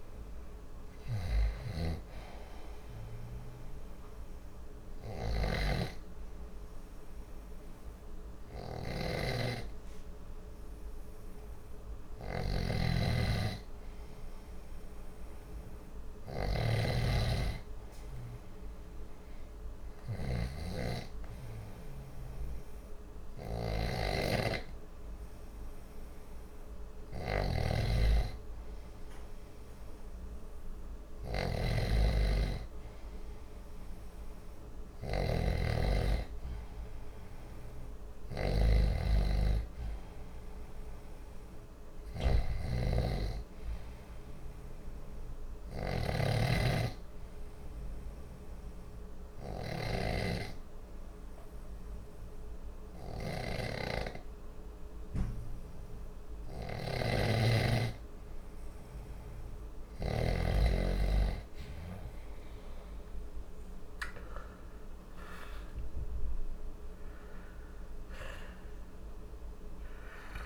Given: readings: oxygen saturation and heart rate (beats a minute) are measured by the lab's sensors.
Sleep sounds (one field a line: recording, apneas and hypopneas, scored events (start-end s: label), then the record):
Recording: breathing in sleep by a room microphone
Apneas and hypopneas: 2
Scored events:
0.50-60.00 s: snoring (device-marked)
2.50-13.50 s: obstructive apnea (oxygen 95% before, 93% lowest, heart rate 66 before, 59 extreme, up 1 after)
16.00-19.00 s: arousal
45.50-58.00 s: obstructive apnea (oxygen 97% before, 93% lowest, heart rate 60 before, 60 extreme, up 1 after)
62.00-68.00 s: arousal
From the record:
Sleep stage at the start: N2 (light sleep)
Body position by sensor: on the left side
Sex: male